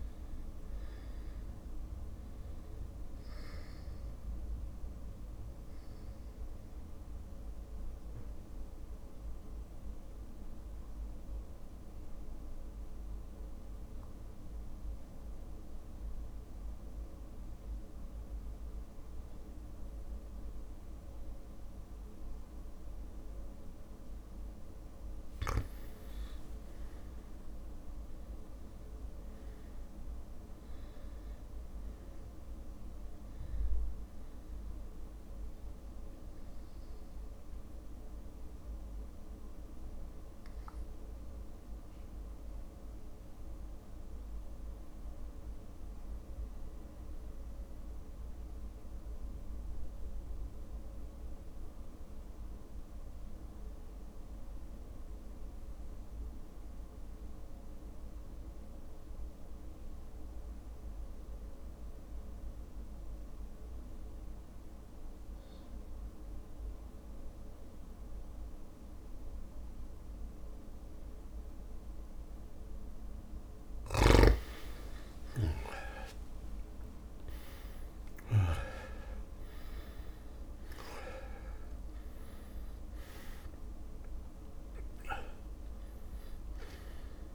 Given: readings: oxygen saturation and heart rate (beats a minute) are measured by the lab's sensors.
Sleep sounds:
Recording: breathing in sleep, hard to hear, by a room microphone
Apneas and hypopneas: 2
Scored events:
0.00-24.00 s: oxygen desaturation (device-marked, oxygen 94% lowest)
3.00-5.00 s: long interval between heartbeats (device-marked)
4.00-25.00 s: mixed apnea (oxygen 100% before, 92% lowest)
12.50-14.50 s: long interval between heartbeats (device-marked)
27.50-31.00 s: arousal
37.50-72.50 s: mixed apnea (oxygen 99% before, 85% lowest)
41.00-57.00 s: oxygen desaturation (device-marked, oxygen 99% before, 95% lowest)
56.50-58.50 s: long interval between heartbeats (device-marked)
71.00-87.34 s: oxygen desaturation (device-marked, oxygen 99% before, 85% lowest)
75.00-87.34 s: new sleep stage, N2 (light sleep)
76.00-80.50 s: arousal
From the record:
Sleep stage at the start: REM sleep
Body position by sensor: on the back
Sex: male

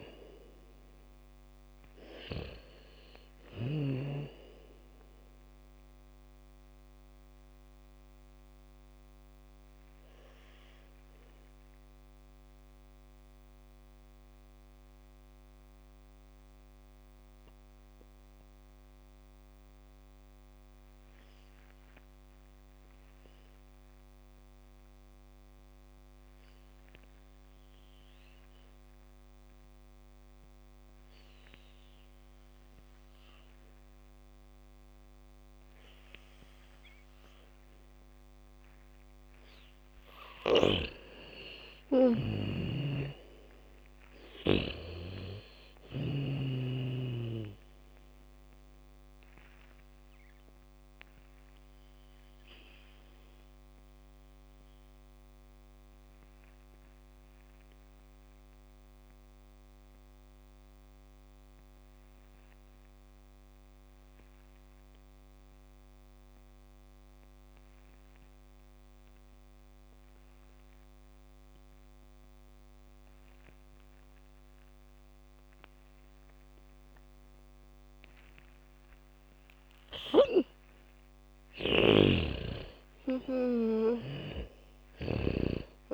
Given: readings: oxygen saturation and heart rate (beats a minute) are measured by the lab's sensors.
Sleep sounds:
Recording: breathing in sleep by a microphone on the trachea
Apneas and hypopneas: 2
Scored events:
0.00-24.50 s: oxygen desaturation (device-marked, oxygen 84% lowest, heart rate 47 extreme)
6.50-40.00 s: mixed apnea (oxygen 99% before, 84% lowest, heart rate 63 before, 58 extreme, up 22 after)
35.50-38.50 s: bradycardia (device-marked, heart rate 69 before, 62 extreme)
36.50-44.50 s: oxygen desaturation (device-marked, oxygen 99% before, 93% lowest, heart rate 70 before, 64 extreme)
41.50-45.50 s: arousal
43.00-46.50 s: snoring (device-marked)
46.50-68.50 s: oxygen desaturation (device-marked, oxygen 96% before, 86% lowest, heart rate 65 before, 56 extreme)
53.50-79.50 s: obstructive apnea (oxygen 99% before, 86% lowest, heart rate 70 before, 56 extreme, up 12 after)
72.50-81.50 s: bradycardia (device-marked, heart rate 70 before, 56 extreme)
76.50-85.94 s: oxygen desaturation (device-marked, oxygen 98% before, 88% lowest, heart rate 72 before, 57 extreme)
82.00-85.50 s: snoring (device-marked)
From the record:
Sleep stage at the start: N2 (light sleep)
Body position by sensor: on the back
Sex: female

